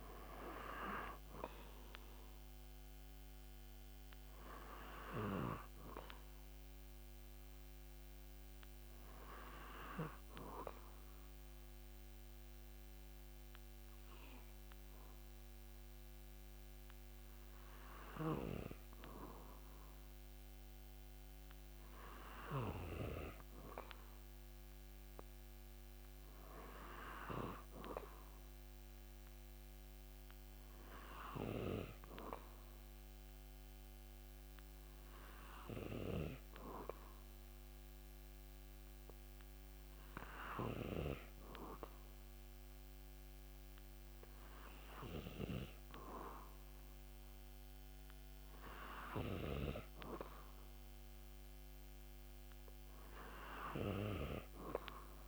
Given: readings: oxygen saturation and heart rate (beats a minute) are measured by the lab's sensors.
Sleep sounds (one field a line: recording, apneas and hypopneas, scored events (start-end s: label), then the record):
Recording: breathing in sleep by a microphone on the trachea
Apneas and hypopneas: 1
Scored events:
9.00-23.00 s: obstructive apnea (oxygen 98% before, 94% lowest)
26.50-31.00 s: arousal
From the record:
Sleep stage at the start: N2 (light sleep)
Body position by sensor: on the back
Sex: male